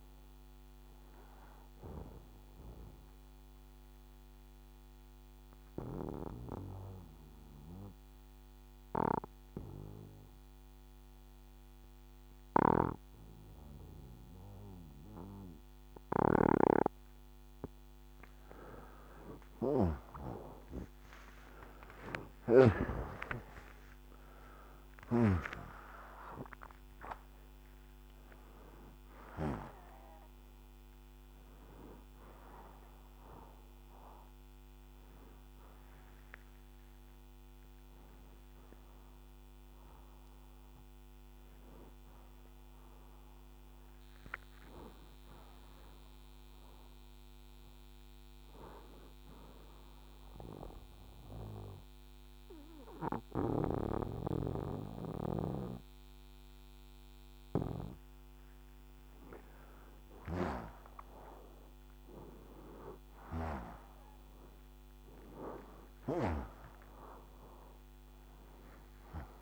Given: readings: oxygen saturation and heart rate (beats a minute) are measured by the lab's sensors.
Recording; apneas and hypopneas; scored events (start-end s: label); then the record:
breathing in sleep by a microphone on the trachea; 2
0.00-13.00 s: oxygen desaturation (device-marked, oxygen 85% lowest, heart rate 64 extreme)
1.50-16.50 s: obstructive apnea (oxygen 95% before, 85% lowest, heart rate 73 before, 64 extreme, up 26 after)
19.50-26.00 s: arousal
34.00-43.00 s: oxygen desaturation (device-marked, oxygen 93% before, 85% lowest, heart rate 82 before, 61 extreme)
49.00-60.00 s: obstructive apnea (oxygen 96% before, 87% lowest, heart rate 71 before, 57 extreme, up 18 after)
63.00-67.00 s: arousal
From the record:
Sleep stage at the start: N2 (light sleep); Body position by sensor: on the right side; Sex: male